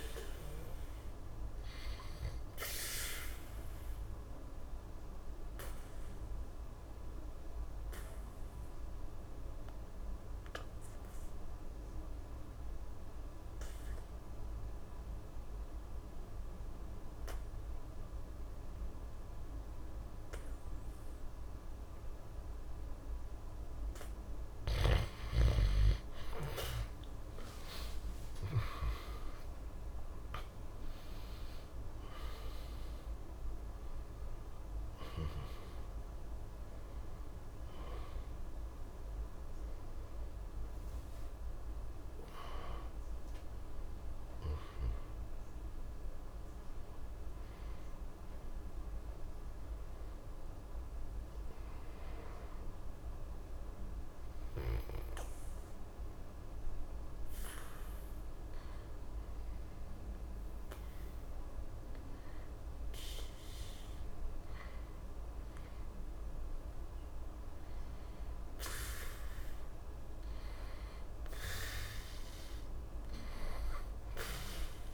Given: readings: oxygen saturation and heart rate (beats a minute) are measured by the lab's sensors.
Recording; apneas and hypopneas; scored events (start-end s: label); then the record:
breathing in sleep by a room microphone; 2
0.00-16.50 s: oxygen desaturation (device-marked, oxygen 87% lowest, heart rate 60 extreme)
4.00-23.50 s: obstructive apnea (oxygen 93% before, 86% lowest, heart rate 65 before, 60 extreme, up 28 after)
26.50-30.50 s: arousal
28.50-55.50 s: oxygen desaturation (device-marked, oxygen 96% before, 86% lowest, heart rate 64 before, 60 extreme)
51.00-61.00 s: hypopnea (oxygen 96% before, 86% lowest, heart rate 69 before, 60 extreme)
62.00-67.00 s: arousal
From the record:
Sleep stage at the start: N2 (light sleep); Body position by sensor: on the back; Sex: male